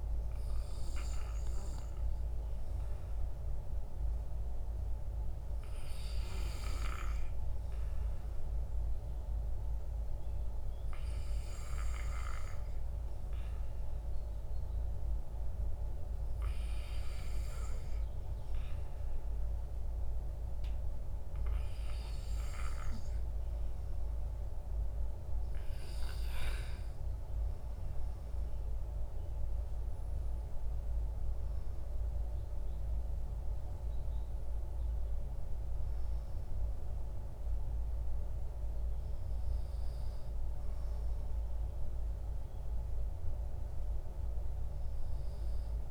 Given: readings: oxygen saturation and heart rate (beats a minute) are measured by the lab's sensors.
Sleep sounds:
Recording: breathing in sleep, hard to hear, by a room microphone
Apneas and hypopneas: none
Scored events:
none scored
From the record:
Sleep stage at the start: N2 (light sleep)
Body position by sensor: on the back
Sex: male

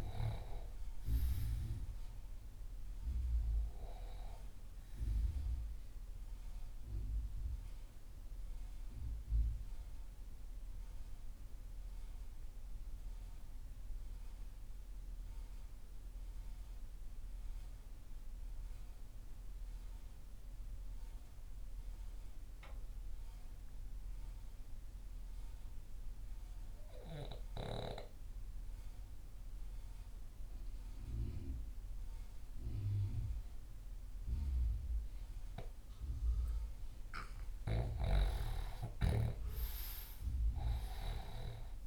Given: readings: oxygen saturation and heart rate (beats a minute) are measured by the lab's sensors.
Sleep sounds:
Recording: breathing in sleep by a room microphone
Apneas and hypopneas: 1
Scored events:
0.00-23.50 s: oxygen desaturation (device-marked, oxygen 89% lowest)
7.00-35.50 s: mixed apnea (oxygen 98% before, 87% lowest)
38.00-41.50 s: arousal
39.50-41.87 s: oxygen desaturation (device-marked, oxygen 98% before, 87% lowest)
From the record:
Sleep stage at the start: N2 (light sleep)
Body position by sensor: on the left side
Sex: male

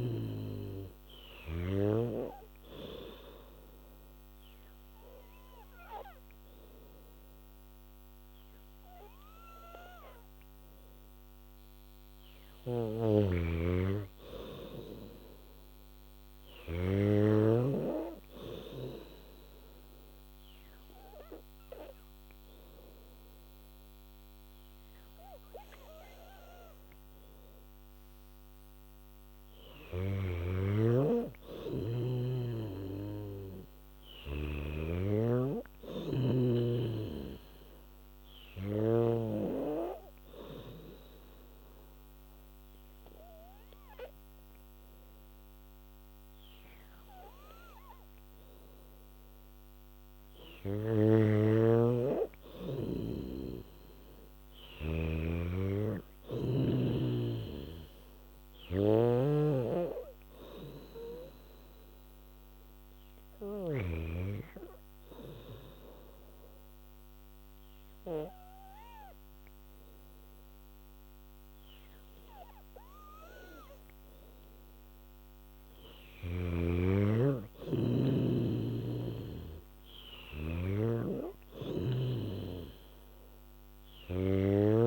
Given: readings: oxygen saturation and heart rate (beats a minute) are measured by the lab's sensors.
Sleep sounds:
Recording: breathing in sleep by a microphone on the trachea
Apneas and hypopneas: 4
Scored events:
0.00-2.00 s: snoring (device-marked)
0.00-11.50 s: oxygen desaturation (device-marked, oxygen 90% lowest, heart rate 76 extreme)
3.00-13.00 s: obstructive apnea (oxygen 98% before, 90% lowest, heart rate 75 before, 76 extreme, up 5 after)
12.50-17.50 s: snoring (device-marked)
15.00-18.00 s: arousal
20.00-30.00 s: obstructive apnea (oxygen 98% before, 92% lowest, heart rate 80 before, 76 extreme, up 3 after)
30.50-34.50 s: snoring (device-marked)
32.00-35.00 s: arousal
39.50-51.00 s: obstructive apnea (oxygen 97% before, 92% lowest, heart rate 78 before, 75 extreme, up 2 after)
51.00-55.00 s: snoring (device-marked)
52.00-56.00 s: arousal
56.50-65.50 s: oxygen desaturation (device-marked, oxygen 97% before, 93% lowest, heart rate 79 before, 74 extreme)
65.00-75.00 s: obstructive apnea (oxygen 97% before, 91% lowest, heart rate 79 before, 74 extreme, up 7 after)
77.50-80.50 s: arousal
78.50-84.87 s: snoring (device-marked)
81.50-84.87 s: oxygen desaturation (device-marked, oxygen 97% before, 92% lowest, heart rate 77 before, 77 extreme)
From the record:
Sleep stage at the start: N2 (light sleep)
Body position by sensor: on the back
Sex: female

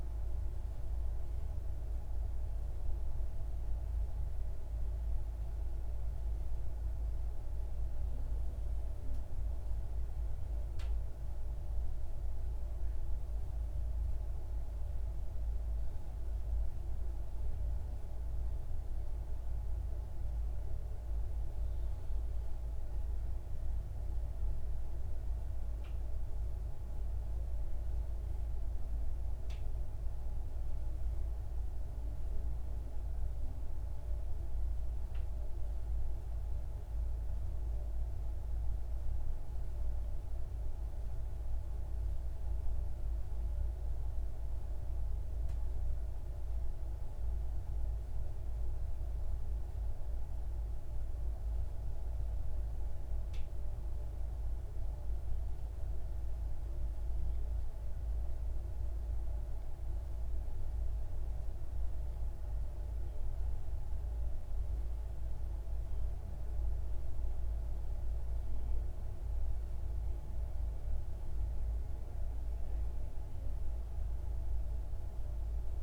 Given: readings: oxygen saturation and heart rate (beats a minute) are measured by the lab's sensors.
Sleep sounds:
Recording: breathing in sleep, hard to hear, by a room microphone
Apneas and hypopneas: 1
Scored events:
30.00-75.83 s: new sleep stage, REM sleep
35.50-48.00 s: hypopnea (oxygen 95% before, 93% lowest)
50.50-55.00 s: arousal
From the record:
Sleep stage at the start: N2 (light sleep)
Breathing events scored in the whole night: 339 in 6.8 hours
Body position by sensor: on the left side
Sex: male

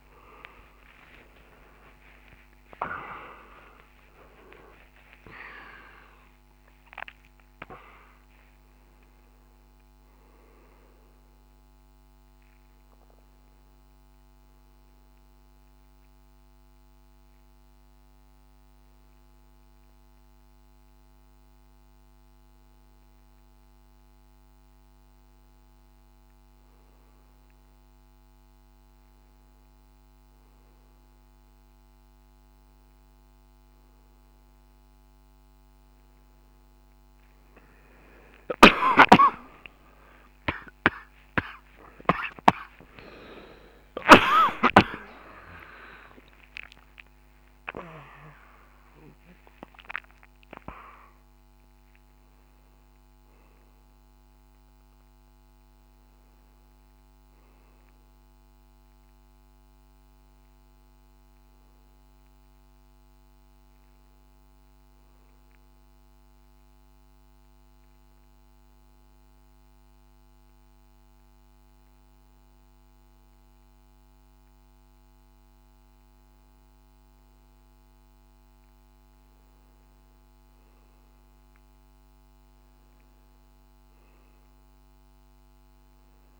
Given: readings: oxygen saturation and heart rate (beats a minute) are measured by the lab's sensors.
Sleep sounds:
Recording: breathing in sleep by a microphone on the trachea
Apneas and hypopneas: 2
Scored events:
0.00-5.00 s: arousal
0.00-16.00 s: oxygen desaturation (device-marked, oxygen 92% lowest, heart rate 54 extreme)
16.00-26.00 s: hypopnea (oxygen 97% before, 94% lowest, heart rate 85 before, 54 extreme, up 6 after)
38.50-43.00 s: snoring (device-marked)
40.50-47.50 s: arousal
50.50-52.50 s: long interval between heartbeats (device-marked, heart rate 72 before, 100 extreme)
64.00-86.40 s: new sleep stage, N2 (light sleep)
64.50-76.00 s: hypopnea (oxygen 99% before, 94% lowest, heart rate 82 before, 58 extreme, up 4 after)
78.00-86.40 s: oxygen desaturation (device-marked, oxygen 99% before, 94% lowest, heart rate 58 before, 61 extreme)
79.00-83.50 s: arousal
From the record:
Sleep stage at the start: N1 (lightest sleep)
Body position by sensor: on the back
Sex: male

